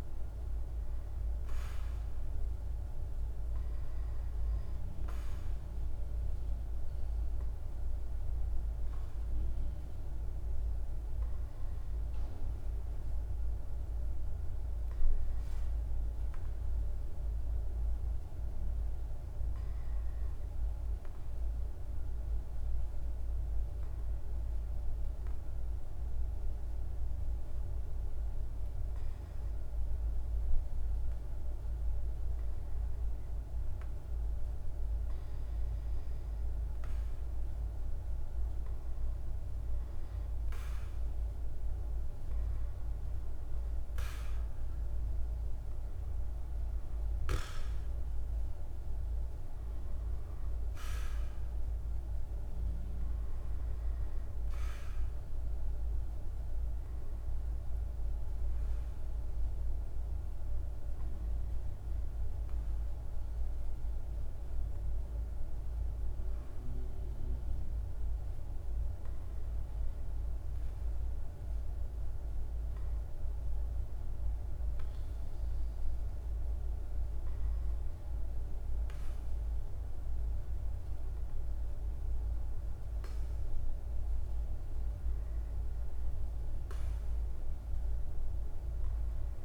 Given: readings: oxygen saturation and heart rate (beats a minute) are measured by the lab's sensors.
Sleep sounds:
breathing in sleep, hard to hear, by a room microphone; 2
0.00-14.00 s: oxygen desaturation (device-marked, oxygen 90% lowest, heart rate 47 extreme)
4.00-37.50 s: obstructive apnea (oxygen 98% before, 90% lowest, heart rate 49 before, 47 extreme, up 3 after)
31.00-69.00 s: oxygen desaturation (device-marked, oxygen 98% before, 90% lowest, heart rate 49 before, 46 extreme)
41.50-47.00 s: arousal
57.50-73.50 s: hypopnea (oxygen 97% before, 91% lowest, heart rate 50 before, 46 extreme, up 2 after)
76.50-80.00 s: arousal
From the record:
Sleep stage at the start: REM sleep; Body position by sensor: on the back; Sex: male

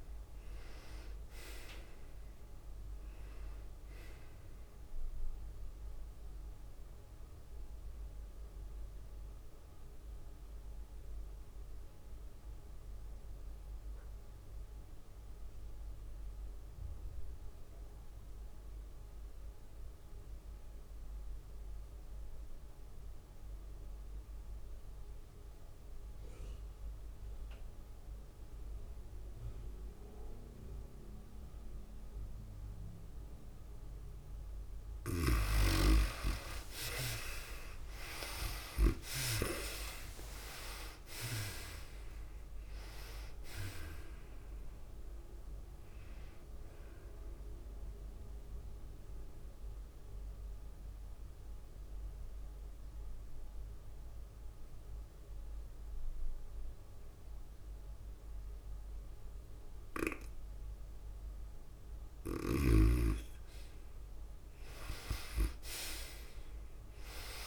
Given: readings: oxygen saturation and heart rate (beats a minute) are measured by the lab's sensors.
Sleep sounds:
breathing in sleep by a room microphone; 2
0.00-13.00 s: drop in pulse transit time (device-marked, heart rate 97 extreme)
0.00-13.00 s: oxygen desaturation (device-marked, oxygen 70% lowest, heart rate 91 extreme)
0.00-14.00 s: tachycardia (device-marked, heart rate 108 extreme)
6.00-33.50 s: obstructive apnea (oxygen 96% before, 69% lowest, heart rate 98 before, 94 extreme, up 10 after)
22.00-57.00 s: oxygen desaturation (device-marked, oxygen 98% before, 69% lowest, heart rate 103 before, 94 extreme)
35.50-39.50 s: snoring (device-marked)
37.00-57.00 s: tachycardia (device-marked, heart rate 103 before, 110 extreme)
37.50-41.50 s: arousal
38.00-54.00 s: drop in pulse transit time (device-marked, heart rate 95 before, 97 extreme)
49.00-62.50 s: obstructive apnea (oxygen 97% before, 69% lowest, heart rate 100 before, 100 extreme, up 3 after)
60.00-67.47 s: new sleep stage, REM sleep
63.00-67.47 s: tachycardia (device-marked, heart rate 103 before, 105 extreme)
65.00-67.47 s: arousal
66.00-67.47 s: oxygen desaturation (device-marked, oxygen 99% before, 79% lowest, heart rate 104 before, 89 extreme)
From the record:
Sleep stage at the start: N2 (light sleep); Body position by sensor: on the back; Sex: female

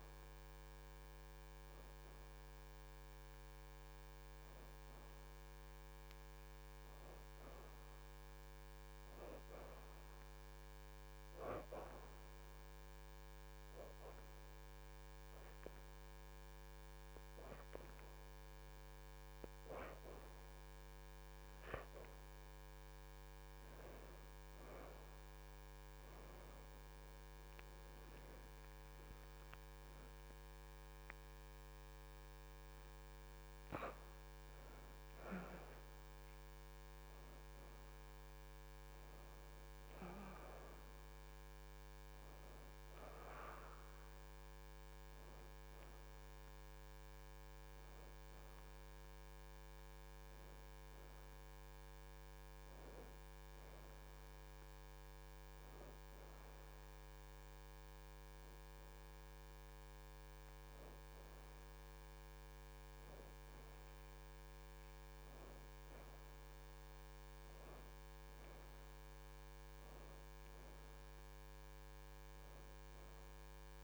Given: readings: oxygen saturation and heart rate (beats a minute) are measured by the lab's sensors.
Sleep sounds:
breathing in sleep by a microphone on the trachea; 1
0.00-12.00 s: oxygen desaturation (device-marked, oxygen 68% lowest, heart rate 78 extreme)
12.00-22.50 s: hypopnea (oxygen 80% before, 66% lowest, heart rate 81 before, 78 extreme, up 4 after)
24.50-28.50 s: arousal
26.00-73.84 s: new sleep stage, N1 (lightest sleep)
29.00-48.00 s: oxygen desaturation (device-marked, oxygen 79% before, 66% lowest, heart rate 79 before, 77 extreme)
From the record:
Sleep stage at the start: N2 (light sleep); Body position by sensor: on the back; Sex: female

